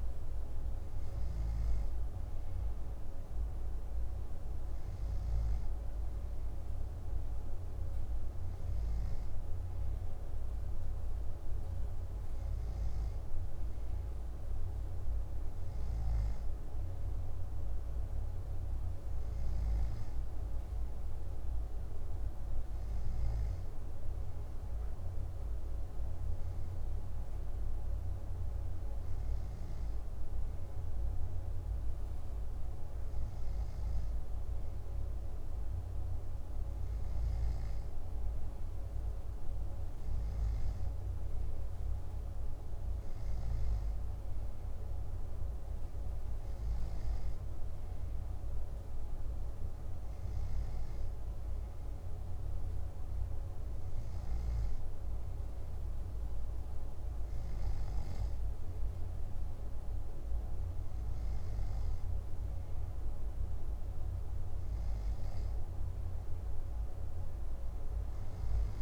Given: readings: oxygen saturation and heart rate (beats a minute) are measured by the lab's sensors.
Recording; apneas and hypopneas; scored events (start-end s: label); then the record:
breathing in sleep, hard to hear, by a room microphone; none
none scored
From the record:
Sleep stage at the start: N2 (light sleep); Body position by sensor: on the back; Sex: male